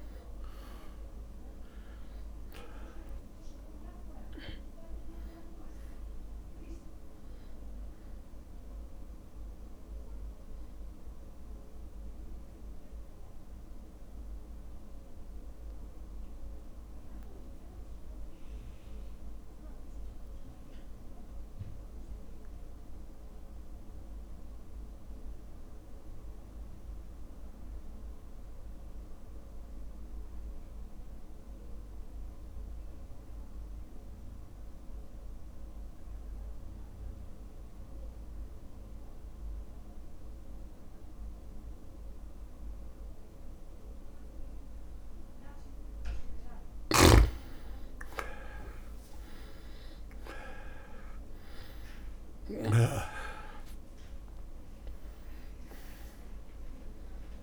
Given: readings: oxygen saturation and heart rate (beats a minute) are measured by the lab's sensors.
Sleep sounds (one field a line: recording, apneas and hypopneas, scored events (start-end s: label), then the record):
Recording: breathing in sleep by a room microphone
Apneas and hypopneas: 1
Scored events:
0.00-22.50 s: oxygen desaturation (device-marked, oxygen 83% lowest, heart rate 53 extreme)
0.00-30.50 s: drop in pulse transit time (device-marked, heart rate 53 extreme)
12.50-46.00 s: mixed apnea (oxygen 98% before, 83% lowest, heart rate 57 before, 53 extreme, up 2 after)
39.50-57.43 s: oxygen desaturation (device-marked, oxygen 100% before, 84% lowest, heart rate 55 before, 53 extreme)
47.00-53.00 s: snoring (device-marked)
49.00-53.00 s: arousal
52.50-57.43 s: drop in pulse transit time (device-marked, heart rate 56 before, 53 extreme)
From the record:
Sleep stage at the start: N2 (light sleep)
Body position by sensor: on the back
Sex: male